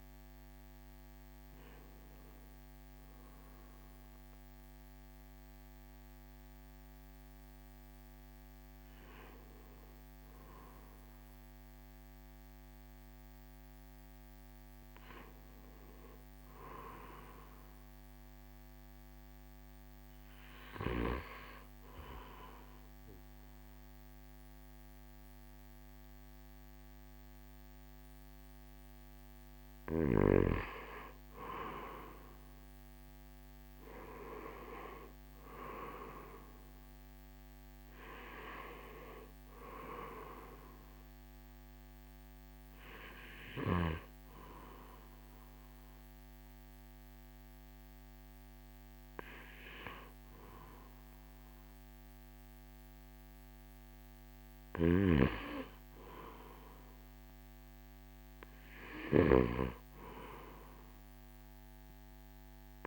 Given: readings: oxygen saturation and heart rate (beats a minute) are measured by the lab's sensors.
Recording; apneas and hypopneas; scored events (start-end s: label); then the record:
breathing in sleep by a microphone on the trachea; 2
0.00-8.50 s: oxygen desaturation (device-marked, oxygen 90% lowest, heart rate 60 extreme)
21.00-31.00 s: obstructive apnea (oxygen 98% before, 91% lowest, heart rate 63 before, 60 extreme, up 5 after)
33.00-36.50 s: arousal
36.50-53.50 s: oxygen desaturation (device-marked, oxygen 95% before, 91% lowest, heart rate 61 before, 58 extreme)
40.00-58.50 s: obstructive apnea (oxygen 98% before, 91% lowest, heart rate 62 before, 52 extreme, up 3 after)
54.50-62.87 s: new sleep stage, N2 (light sleep)
61.00-62.87 s: arousal
From the record:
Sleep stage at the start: N1 (lightest sleep); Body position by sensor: on the right side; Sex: male